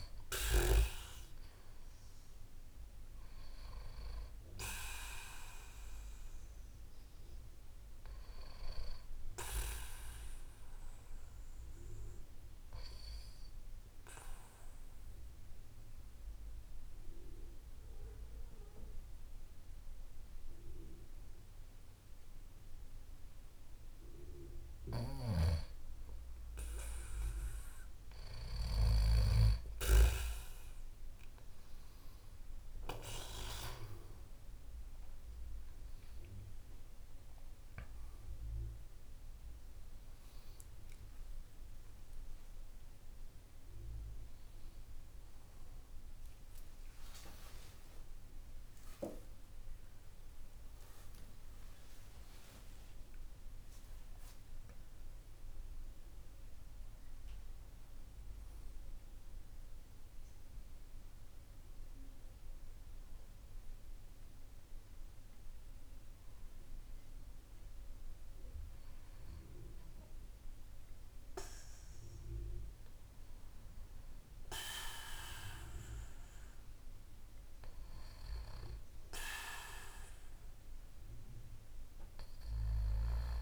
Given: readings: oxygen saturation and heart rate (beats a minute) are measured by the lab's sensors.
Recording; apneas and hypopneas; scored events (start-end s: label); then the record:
breathing in sleep by a room microphone; 1
13.50-24.50 s: mixed apnea (oxygen 96% before, 93% lowest, heart rate 54 before, 49 extreme, up 6 after)
27.50-31.50 s: arousal
47.50-53.50 s: arousal
From the record:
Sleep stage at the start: N2 (light sleep); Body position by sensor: on the back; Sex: male